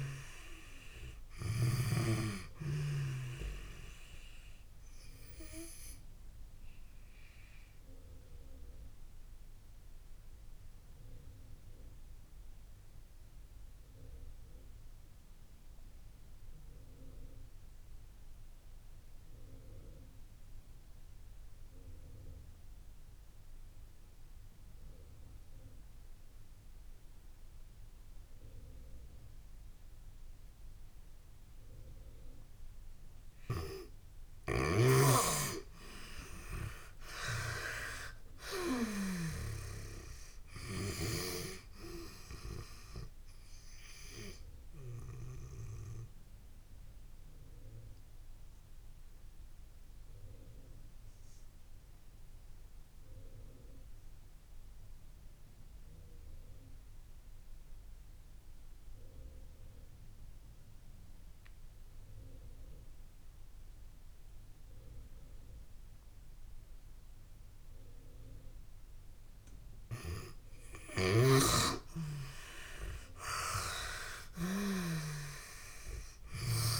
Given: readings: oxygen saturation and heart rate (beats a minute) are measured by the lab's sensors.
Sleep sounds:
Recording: breathing in sleep by a room microphone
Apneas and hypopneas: 2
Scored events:
0.00-1.50 s: snoring (device-marked)
0.00-27.00 s: oxygen desaturation (device-marked, oxygen 84% lowest)
4.00-33.50 s: obstructive apnea (oxygen 97% before, 83% lowest)
36.00-39.50 s: arousal
41.00-70.00 s: oxygen desaturation (device-marked, oxygen 97% before, 83% lowest)
44.00-69.50 s: obstructive apnea (oxygen 97% before, 83% lowest)
72.00-75.00 s: arousal
From the record:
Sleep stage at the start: N2 (light sleep)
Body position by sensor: on the back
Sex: female

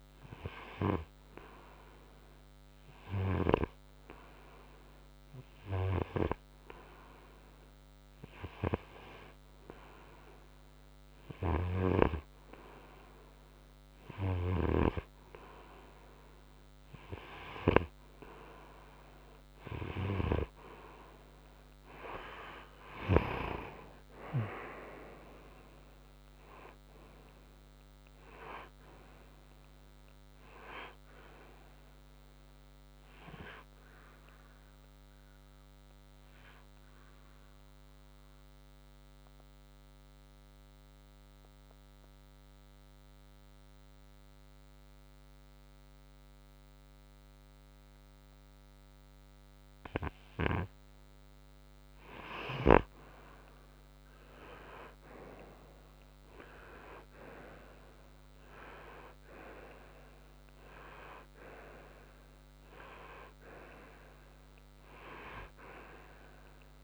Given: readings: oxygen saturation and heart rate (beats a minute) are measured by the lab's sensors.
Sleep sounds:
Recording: breathing in sleep by a microphone on the trachea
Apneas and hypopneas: 1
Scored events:
0.50-66.83 s: new sleep stage, N2 (light sleep)
23.00-26.50 s: arousal
27.50-42.50 s: oxygen desaturation (device-marked, oxygen 92% before, 89% lowest, heart rate 68 before, 61 extreme)
33.50-50.50 s: obstructive apnea (oxygen 92% before, 90% lowest, heart rate 70 before, 61 extreme, up 9 after)
55.00-58.00 s: arousal
From the record:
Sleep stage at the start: N3 (deep sleep)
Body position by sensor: on the front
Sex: male

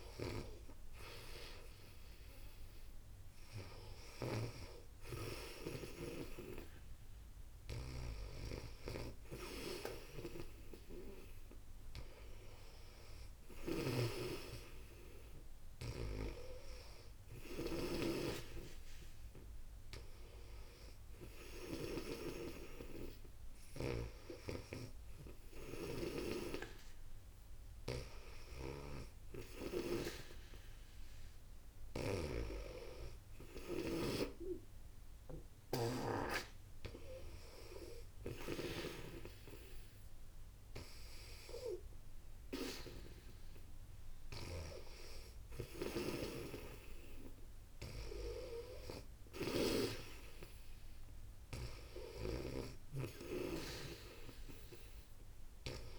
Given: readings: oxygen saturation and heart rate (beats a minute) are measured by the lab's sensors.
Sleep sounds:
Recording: breathing in sleep by a room microphone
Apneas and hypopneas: none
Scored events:
0.00-13.50 s: snoring (device-marked)
15.50-22.00 s: snoring (device-marked)
24.00-36.00 s: snoring (device-marked)
38.00-49.50 s: snoring (device-marked)
51.50-55.99 s: snoring (device-marked)
From the record:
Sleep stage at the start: N2 (light sleep)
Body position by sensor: on the back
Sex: female

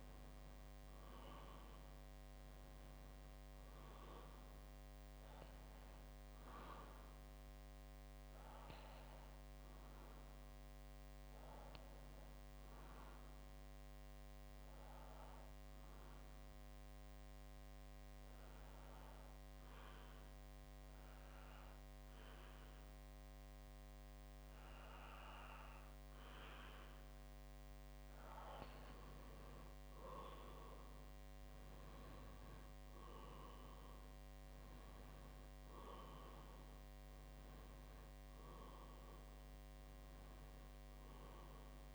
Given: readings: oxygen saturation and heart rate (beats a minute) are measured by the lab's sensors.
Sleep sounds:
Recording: breathing in sleep, hard to hear, by a microphone on the trachea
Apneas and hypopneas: 1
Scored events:
7.50-26.00 s: obstructive apnea (oxygen 95% before, 93% lowest, heart rate 65 before, 59 extreme, up 10 after)
13.50-21.50 s: bradycardia (device-marked, heart rate 64 before, 59 extreme)
29.50-34.00 s: arousal
From the record:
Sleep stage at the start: N2 (light sleep)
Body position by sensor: on the back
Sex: male

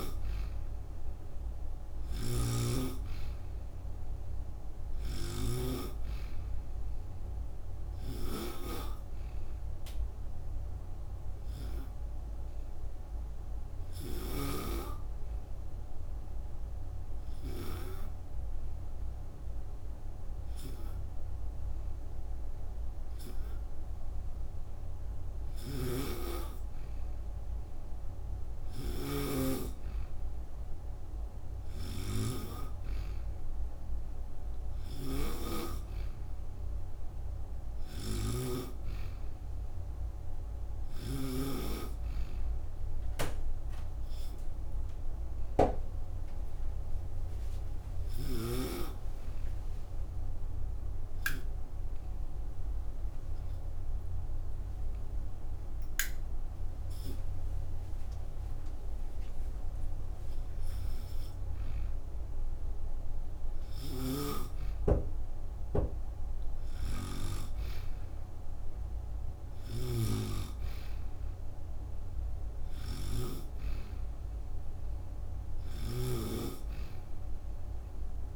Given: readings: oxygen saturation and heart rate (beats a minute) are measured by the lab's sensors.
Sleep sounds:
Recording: breathing in sleep by a room microphone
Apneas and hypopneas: 2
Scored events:
0.00-1.50 s: arousal
0.00-1.50 s: oxygen desaturation (device-marked, oxygen 93% lowest)
1.50-5.50 s: snoring (device-marked)
7.50-14.00 s: snoring (device-marked)
9.00-27.00 s: hypopnea (oxygen 97% before, 92% lowest)
10.50-30.50 s: oxygen desaturation (device-marked, oxygen 97% before, 92% lowest)
25.00-41.00 s: snoring (device-marked)
29.50-32.50 s: arousal
43.50-60.00 s: hypopnea (oxygen 96% before, 92% lowest)
48.50-59.50 s: oxygen desaturation (device-marked, oxygen 96% before, 93% lowest)
63.00-65.50 s: arousal
63.50-78.36 s: snoring (device-marked)
From the record:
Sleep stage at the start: N2 (light sleep)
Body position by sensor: on the back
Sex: female

